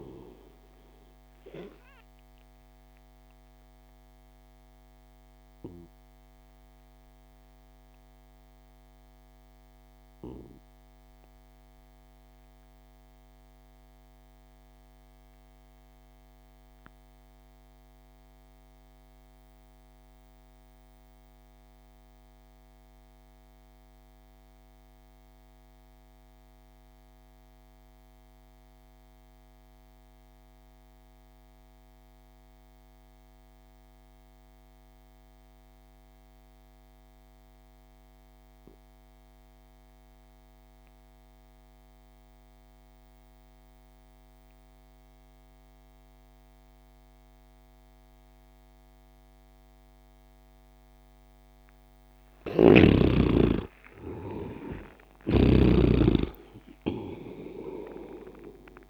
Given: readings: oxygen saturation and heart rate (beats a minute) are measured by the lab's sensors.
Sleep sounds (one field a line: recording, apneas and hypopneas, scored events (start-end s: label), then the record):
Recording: breathing in sleep by a microphone on the trachea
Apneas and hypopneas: 1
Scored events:
0.00-13.00 s: oxygen desaturation (device-marked, oxygen 73% lowest)
3.00-51.00 s: obstructive apnea (oxygen 99% before, 66% lowest)
23.00-58.90 s: oxygen desaturation (device-marked, oxygen 99% before, 66% lowest)
53.00-56.50 s: arousal
55.00-58.90 s: snoring (device-marked)
From the record:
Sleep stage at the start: REM sleep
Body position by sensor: on the right side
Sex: male